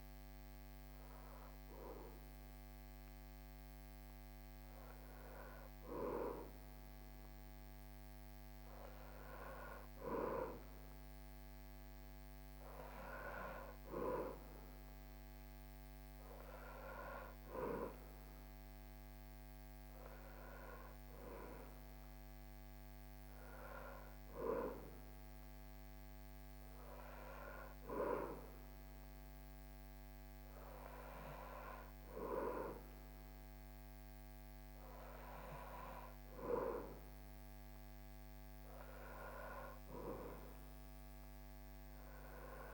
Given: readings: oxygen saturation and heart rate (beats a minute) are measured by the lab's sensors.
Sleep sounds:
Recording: breathing in sleep by a microphone on the trachea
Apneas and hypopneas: none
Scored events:
none scored
From the record:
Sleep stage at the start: N2 (light sleep)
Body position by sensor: on the back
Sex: male

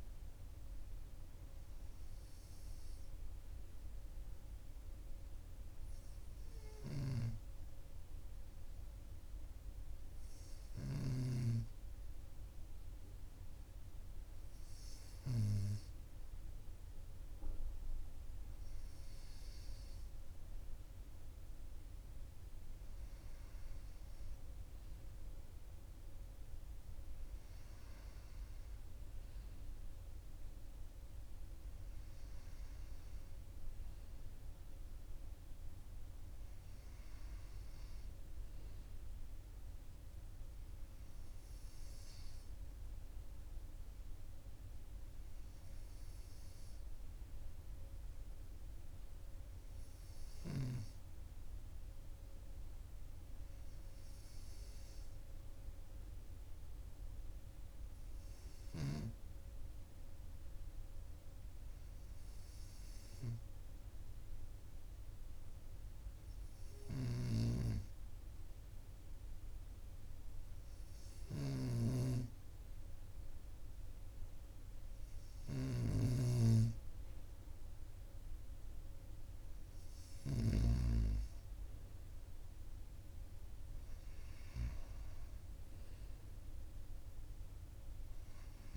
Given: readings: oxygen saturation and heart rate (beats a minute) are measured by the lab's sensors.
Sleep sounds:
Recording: breathing in sleep by a room microphone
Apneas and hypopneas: none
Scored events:
75.50-80.50 s: snoring (device-marked)
82.50-86.00 s: arousal
From the record:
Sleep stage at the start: N2 (light sleep)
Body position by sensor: on the right side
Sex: male

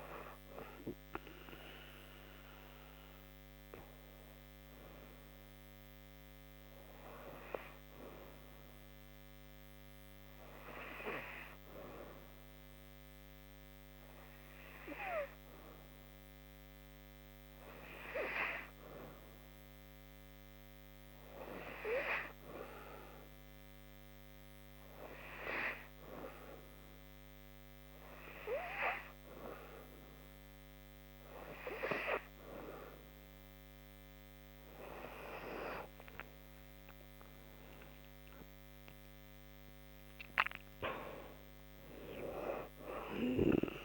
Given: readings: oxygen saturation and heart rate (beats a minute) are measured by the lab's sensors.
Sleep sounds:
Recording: breathing in sleep by a microphone on the trachea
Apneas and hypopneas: 1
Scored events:
8.00-31.50 s: hypopnea (oxygen 96% before, 91% lowest, heart rate 73 before, 72 extreme, up 5 after)
35.50-39.50 s: arousal
From the record:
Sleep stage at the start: N2 (light sleep)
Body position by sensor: on the back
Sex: female

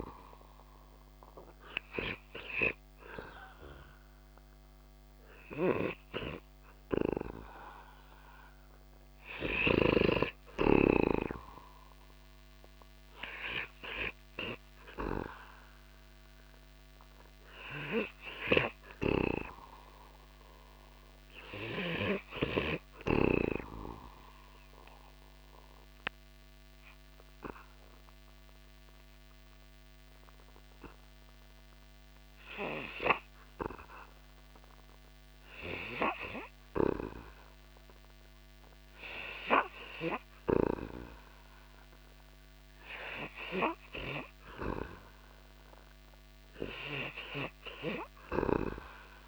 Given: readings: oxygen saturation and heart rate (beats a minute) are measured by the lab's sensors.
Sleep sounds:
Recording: breathing in sleep by a microphone on the trachea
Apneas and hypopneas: 1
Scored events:
19.50-41.50 s: oxygen desaturation (device-marked, oxygen 97% before, 93% lowest)
21.50-36.50 s: obstructive apnea (oxygen 97% before, 90% lowest)
43.00-48.00 s: arousal
From the record:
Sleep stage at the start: REM sleep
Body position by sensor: on the back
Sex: male

